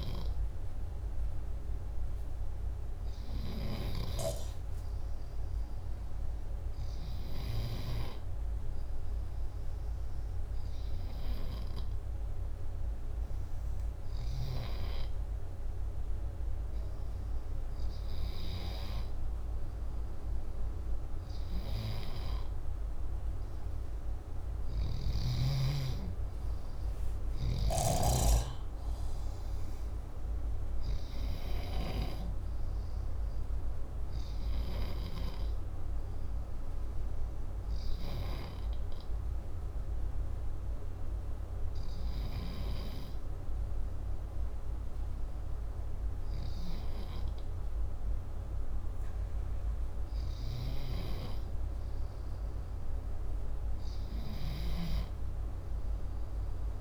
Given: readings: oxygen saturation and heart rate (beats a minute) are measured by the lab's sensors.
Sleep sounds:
breathing in sleep by a room microphone; none
none scored
From the record:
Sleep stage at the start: N2 (light sleep); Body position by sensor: upright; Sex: male

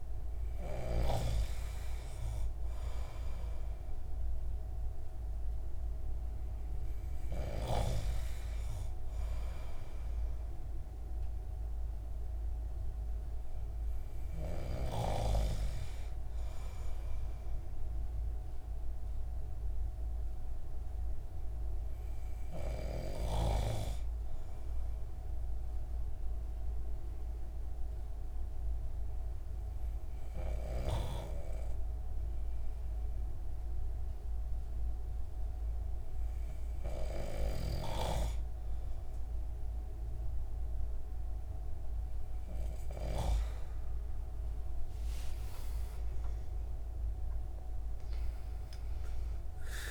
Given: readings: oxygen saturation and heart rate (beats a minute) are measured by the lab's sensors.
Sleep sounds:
breathing in sleep by a room microphone; 1
0.00-1.50 s: arousal
19.50-39.00 s: hypopnea (oxygen 96% before, 92% lowest)
45.00-49.00 s: arousal
From the record:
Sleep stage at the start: N2 (light sleep); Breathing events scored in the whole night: 264 in 7.4 hours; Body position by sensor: on the back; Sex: male

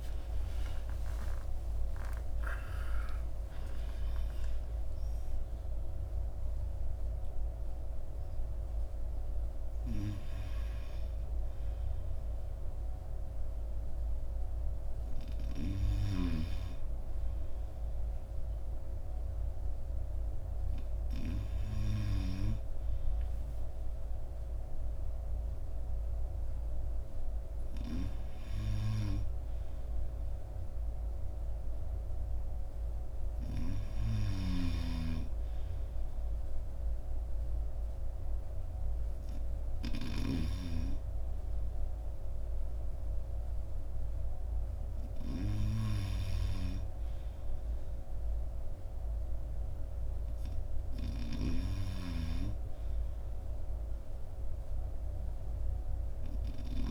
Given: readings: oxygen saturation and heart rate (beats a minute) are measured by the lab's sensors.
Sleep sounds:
breathing in sleep by a room microphone; none
34.00-40.00 s: snoring (device-marked)
51.50-56.91 s: snoring (device-marked)
From the record:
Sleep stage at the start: N2 (light sleep); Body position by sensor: on the front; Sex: male

